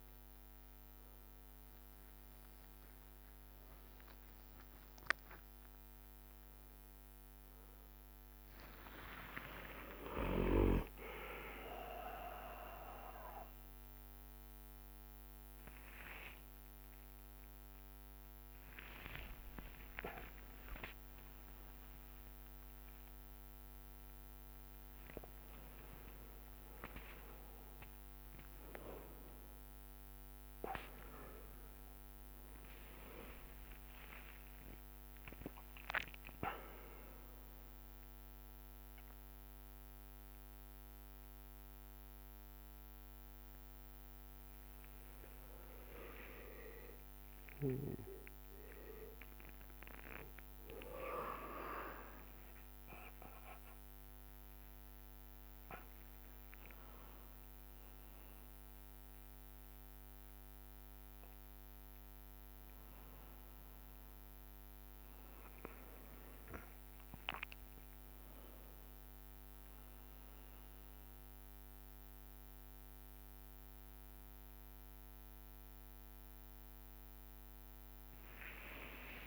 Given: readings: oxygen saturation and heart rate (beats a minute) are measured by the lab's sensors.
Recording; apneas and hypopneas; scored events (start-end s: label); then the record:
a person awake in a sleep study, by a microphone on the trachea; none
9.00-21.00 s: drop in pulse transit time (device-marked, heart rate 71 before, 67 extreme)
10.00-12.00 s: long interval between heartbeats (device-marked, heart rate 71 before, 83 extreme)
15.50-17.50 s: long interval between heartbeats (device-marked, heart rate 74 before, 79 extreme)
19.00-24.00 s: tachycardia (device-marked, heart rate 69 before, 107 extreme)
19.50-21.50 s: long interval between heartbeats (device-marked, heart rate 75 before, 76 extreme)
22.00-24.00 s: long interval between heartbeats (device-marked, heart rate 77 before, 101 extreme)
26.00-28.00 s: long interval between heartbeats (device-marked, heart rate 85 before, 88 extreme)
32.00-34.00 s: long interval between heartbeats (device-marked, heart rate 86 before, 74 extreme)
34.00-41.00 s: drop in pulse transit time (device-marked, heart rate 86 before, 76 extreme)
52.00-63.00 s: drop in pulse transit time (device-marked, heart rate 73 before, 67 extreme)
53.50-55.50 s: long interval between heartbeats (device-marked, heart rate 73 before, 81 extreme)
56.00-73.00 s: oxygen desaturation (device-marked, oxygen 99% before, 93% lowest, heart rate 74 before, 66 extreme)
From the record:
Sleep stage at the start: awake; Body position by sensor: on the back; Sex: male